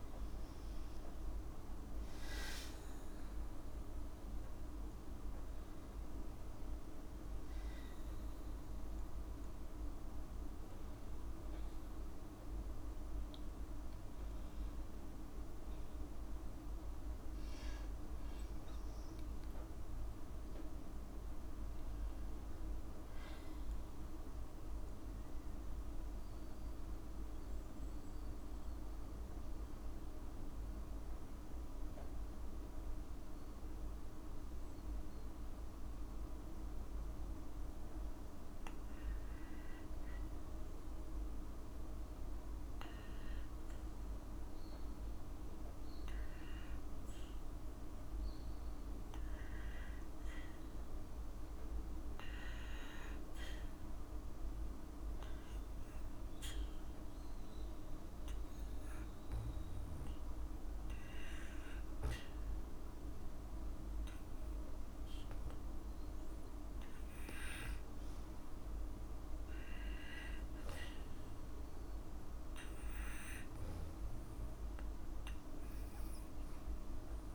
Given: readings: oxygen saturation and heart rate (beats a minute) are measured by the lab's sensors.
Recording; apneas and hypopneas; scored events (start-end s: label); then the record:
breathing in sleep, hard to hear, by a room microphone; 1
19.50-22.50 s: arousal
22.00-39.00 s: oxygen desaturation (device-marked, oxygen 97% before, 94% lowest, heart rate 58 before, 54 extreme)
25.50-57.00 s: hypopnea (oxygen 97% before, 94% lowest, heart rate 57 before, 54 extreme, up 1 after)
59.50-63.00 s: arousal
71.00-75.00 s: oxygen desaturation (device-marked, oxygen 97% before, 96% lowest, heart rate 57 before, 58 extreme)
From the record:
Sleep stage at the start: N2 (light sleep); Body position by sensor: on the back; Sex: female